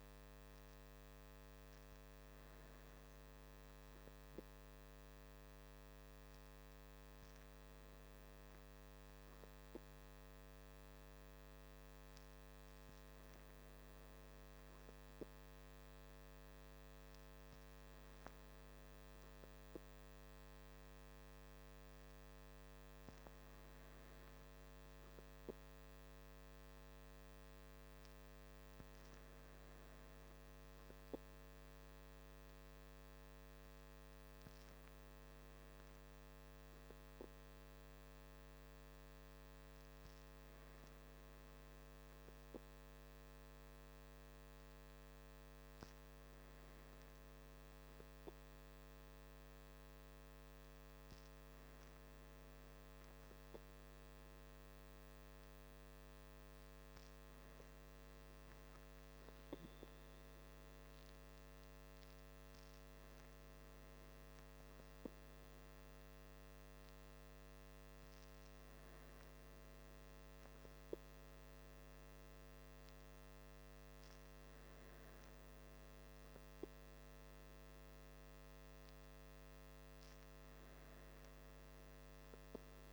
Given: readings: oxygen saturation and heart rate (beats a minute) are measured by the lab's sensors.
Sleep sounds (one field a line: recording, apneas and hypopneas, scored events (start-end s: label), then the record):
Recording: breathing in sleep, hard to hear, by a microphone on the trachea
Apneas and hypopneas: none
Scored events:
none scored
From the record:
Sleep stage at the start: N2 (light sleep)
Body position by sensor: on the back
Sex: male